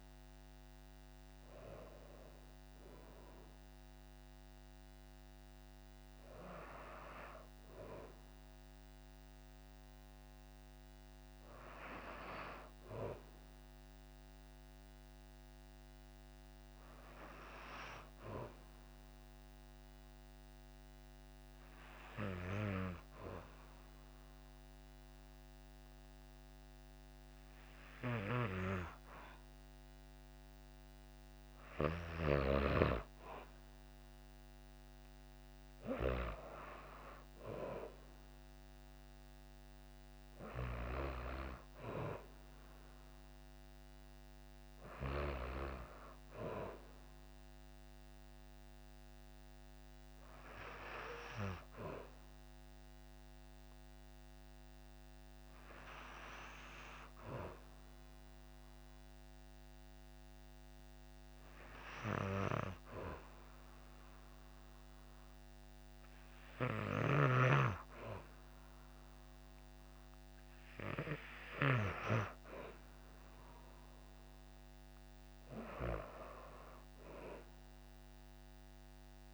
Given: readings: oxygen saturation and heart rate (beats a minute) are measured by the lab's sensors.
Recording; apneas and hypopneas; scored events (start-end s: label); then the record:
breathing in sleep by a microphone on the trachea; 2
16.50-29.00 s: hypopnea (oxygen 97% before, 94% lowest, heart rate 58 before, 55 extreme, up 9 after)
31.50-35.00 s: arousal
52.50-66.00 s: hypopnea (oxygen 97% before, 94% lowest, heart rate 60 before, 54 extreme, up 7 after)
72.00-76.00 s: arousal
From the record:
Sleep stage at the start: N2 (light sleep); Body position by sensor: on the back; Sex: female